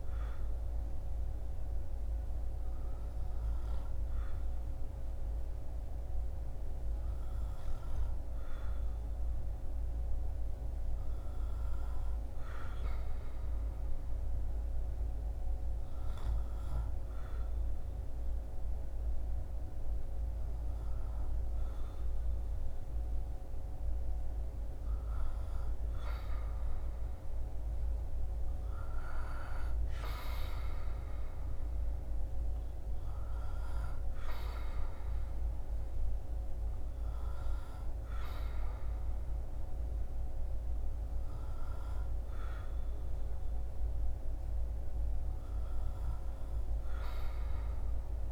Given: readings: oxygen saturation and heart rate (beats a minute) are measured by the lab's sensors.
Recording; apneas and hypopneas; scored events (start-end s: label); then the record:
breathing in sleep, hard to hear, by a room microphone; 1
15.00-25.50 s: obstructive apnea (oxygen 98% before, 95% lowest, heart rate 61 before, 72 extreme, up 5 after)
27.50-32.00 s: arousal
From the record:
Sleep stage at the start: N2 (light sleep); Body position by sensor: on the back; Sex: male